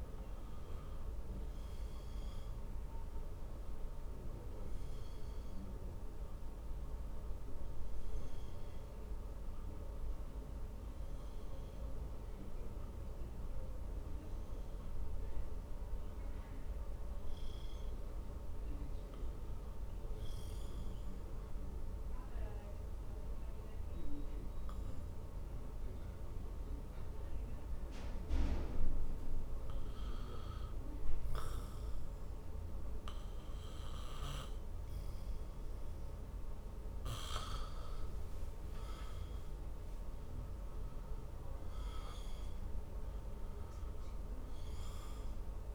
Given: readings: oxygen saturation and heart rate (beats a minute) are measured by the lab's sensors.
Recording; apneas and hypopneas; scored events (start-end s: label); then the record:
breathing in sleep, hard to hear, by a room microphone; 1
0.00-13.50 s: oxygen desaturation (device-marked, oxygen 91% lowest, heart rate 49 extreme)
12.50-16.50 s: arousal
19.00-34.00 s: obstructive apnea (oxygen 96% before, 91% lowest, heart rate 62 before, 48 extreme, up 7 after)
38.00-42.00 s: arousal
From the record:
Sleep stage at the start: N2 (light sleep); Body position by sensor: on the back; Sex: male